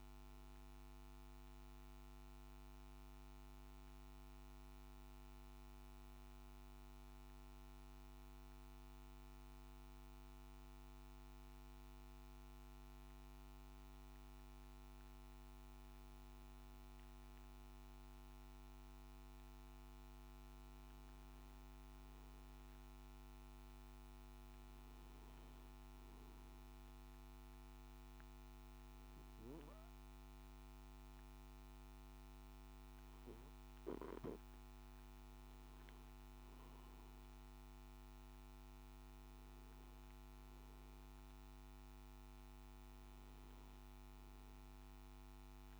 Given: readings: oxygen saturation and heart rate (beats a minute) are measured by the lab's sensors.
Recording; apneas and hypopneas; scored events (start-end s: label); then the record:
breathing in sleep, hard to hear, by a microphone on the trachea; 1
2.50-16.50 s: hypopnea (oxygen 97% before, 94% lowest, heart rate 58 before, 53 extreme, up 3 after)
From the record:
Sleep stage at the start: N3 (deep sleep); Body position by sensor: on the back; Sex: male